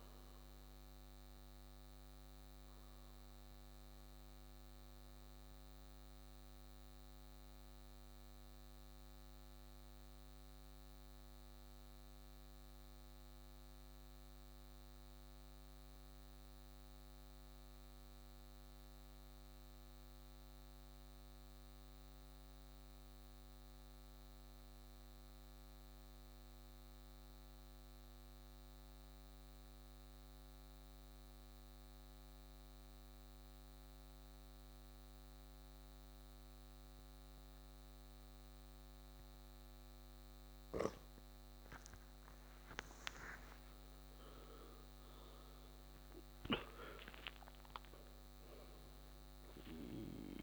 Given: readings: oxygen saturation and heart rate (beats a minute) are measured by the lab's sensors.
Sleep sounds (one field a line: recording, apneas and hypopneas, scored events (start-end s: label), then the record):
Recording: breathing in sleep by a microphone on the trachea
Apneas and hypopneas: 1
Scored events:
0.00-16.00 s: oxygen desaturation (device-marked, oxygen 89% lowest, heart rate 57 extreme)
6.00-42.00 s: mixed apnea (oxygen 98% before, 88% lowest, heart rate 63 before, 54 extreme, up 12 after)
35.00-50.43 s: oxygen desaturation (device-marked, oxygen 97% before, 88% lowest, heart rate 58 before, 53 extreme)
43.50-48.00 s: arousal
From the record:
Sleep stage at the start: N2 (light sleep)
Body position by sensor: on the right side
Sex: male